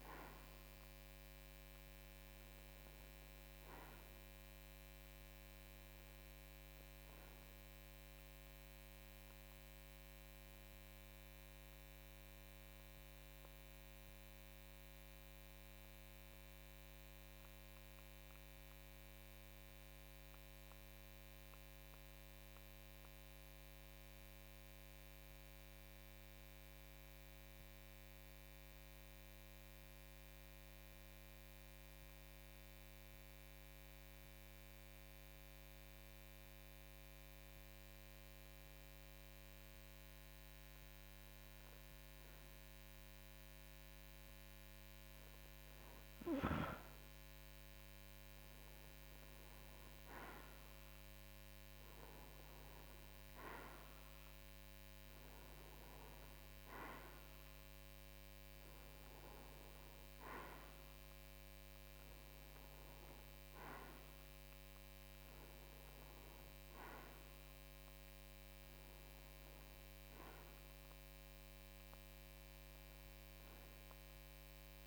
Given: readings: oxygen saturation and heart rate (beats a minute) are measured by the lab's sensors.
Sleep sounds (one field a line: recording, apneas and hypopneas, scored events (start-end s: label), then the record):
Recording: breathing in sleep, hard to hear, by a microphone on the trachea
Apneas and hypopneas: 1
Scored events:
16.00-39.00 s: mixed apnea (oxygen 94% before, 92% lowest, heart rate 54 before, 52 extreme, up 2 after)
41.50-46.00 s: arousal
From the record:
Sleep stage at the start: N2 (light sleep)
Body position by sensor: on the right side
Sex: male